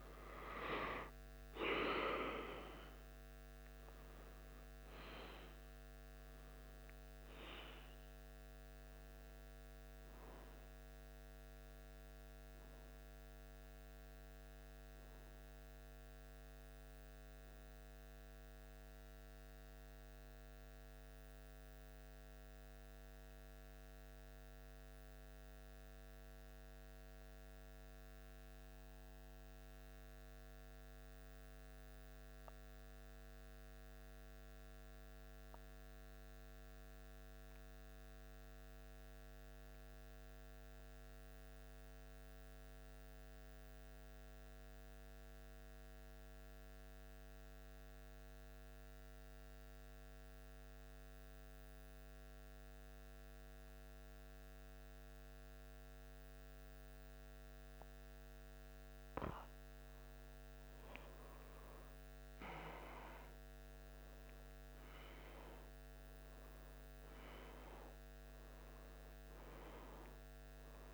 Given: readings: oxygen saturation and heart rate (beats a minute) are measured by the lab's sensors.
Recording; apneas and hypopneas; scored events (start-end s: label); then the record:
breathing in sleep by a microphone on the trachea; 1
21.50-60.50 s: mixed apnea (oxygen 97% before, 90% lowest, heart rate 76 before, 74 extreme, up 1 after)
42.50-49.50 s: oxygen desaturation (device-marked, oxygen 97% before, 93% lowest, heart rate 74 before, 75 extreme)
56.50-69.50 s: oxygen desaturation (device-marked, oxygen 96% before, 90% lowest, heart rate 76 before, 74 extreme)
61.00-66.00 s: arousal
61.50-70.94 s: new sleep stage, N1 (lightest sleep)
From the record:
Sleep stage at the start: N2 (light sleep); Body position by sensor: on the back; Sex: male